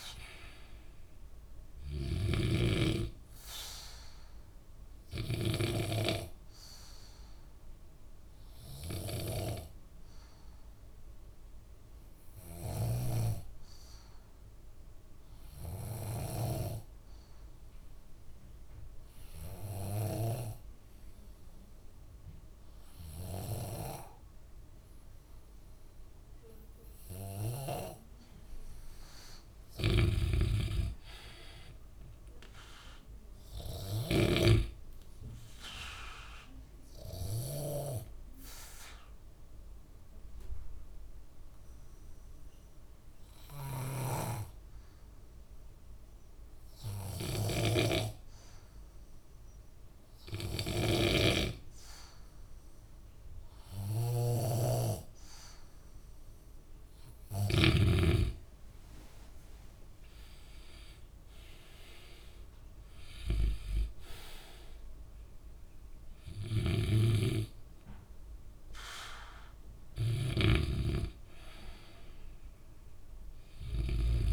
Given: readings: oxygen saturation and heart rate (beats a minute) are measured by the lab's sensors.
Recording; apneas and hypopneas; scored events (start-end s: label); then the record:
breathing in sleep by a room microphone; 2
0.00-2.50 s: snoring (device-marked)
0.00-14.50 s: oxygen desaturation (device-marked, oxygen 91% lowest, heart rate 59 extreme)
4.50-28.50 s: obstructive apnea (oxygen 97% before, 89% lowest, heart rate 68 before, 61 extreme, up 6 after)
28.50-51.50 s: oxygen desaturation (device-marked, oxygen 96% before, 90% lowest, heart rate 65 before, 64 extreme)
30.00-34.50 s: snoring (device-marked)
31.00-34.50 s: arousal
37.50-56.50 s: obstructive apnea (oxygen 97% before, 89% lowest, heart rate 69 before, 63 extreme, up 6 after)
47.50-58.00 s: snoring (device-marked)
57.50-72.50 s: oxygen desaturation (device-marked, oxygen 95% before, 89% lowest, heart rate 68 before, 63 extreme)
59.50-63.00 s: arousal
66.50-74.33 s: snoring (device-marked)
From the record:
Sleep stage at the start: N2 (light sleep); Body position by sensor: on the back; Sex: male